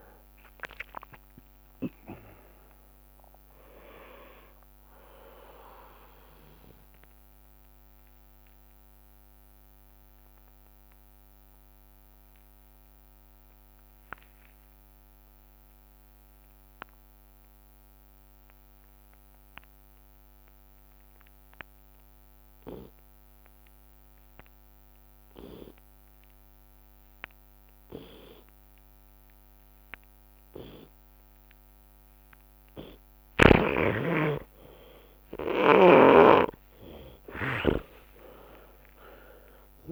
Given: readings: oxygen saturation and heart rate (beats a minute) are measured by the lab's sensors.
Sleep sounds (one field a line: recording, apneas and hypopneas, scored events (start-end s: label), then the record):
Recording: breathing in sleep by a microphone on the trachea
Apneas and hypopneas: 1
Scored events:
0.00-6.50 s: tachycardia (device-marked, heart rate 138 extreme)
0.50-1.50 s: drop in pulse transit time (device-marked, heart rate 108 before, 138 extreme)
0.50-2.50 s: long interval between heartbeats (device-marked, heart rate 108 before, 138 extreme)
5.50-33.00 s: obstructive apnea (oxygen 97% before, 80% lowest)
13.50 s: drop in pulse transit time (device-marked)
14.50-16.50 s: long interval between heartbeats (device-marked, heart rate 104 before, 30 extreme)
19.50-34.50 s: oxygen desaturation (device-marked, oxygen 97% before, 80% lowest, heart rate 85 before, 38 extreme)
21.50-22.50 s: drop in pulse transit time (device-marked, heart rate 76 before, 49 extreme)
24.00-26.00 s: long interval between heartbeats (device-marked, heart rate 67 before, 66 extreme)
24.50-34.50 s: drop in pulse transit time (device-marked, heart rate 64 before, 66 extreme)
26.00-28.00 s: long interval between heartbeats (device-marked, heart rate 60 before, 76 extreme)
27.50-39.92 s: tachycardia (device-marked, heart rate 72 before, 158 extreme)
30.50-32.50 s: long interval between heartbeats (device-marked, heart rate 53 before, 110 extreme)
34.50-36.50 s: long interval between heartbeats (device-marked, heart rate 73 before, 151 extreme)
34.50-39.92 s: arousal
35.50-39.92 s: snoring (device-marked)
37.50-39.50 s: long interval between heartbeats (device-marked, heart rate 89 before, 143 extreme)
From the record:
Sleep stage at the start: N2 (light sleep)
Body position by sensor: on the left side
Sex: male